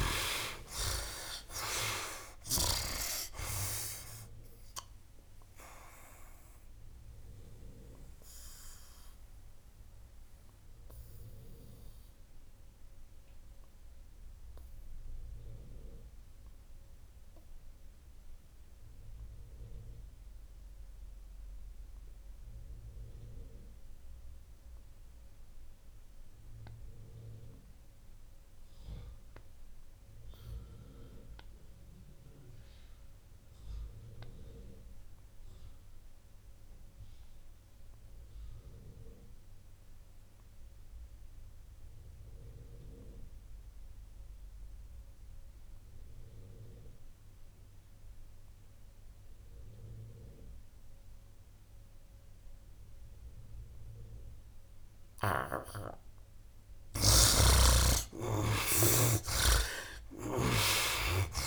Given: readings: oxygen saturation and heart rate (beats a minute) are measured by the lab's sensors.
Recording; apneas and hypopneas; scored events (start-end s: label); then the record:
breathing in sleep by a room microphone; 1
0.00-24.50 s: oxygen desaturation (device-marked, oxygen 63% lowest, heart rate 67 extreme)
7.50-55.50 s: obstructive apnea (oxygen 98% before, 53% lowest, heart rate 81 before, 67 extreme, up 18 after)
23.50-61.47 s: new sleep stage, REM sleep
26.50-61.47 s: oxygen desaturation (device-marked, oxygen 97% before, 53% lowest, heart rate 74 before, 65 extreme)
58.00-61.47 s: arousal
60.00-61.47 s: snoring (device-marked)
From the record:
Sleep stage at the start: N2 (light sleep); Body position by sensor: on the back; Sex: male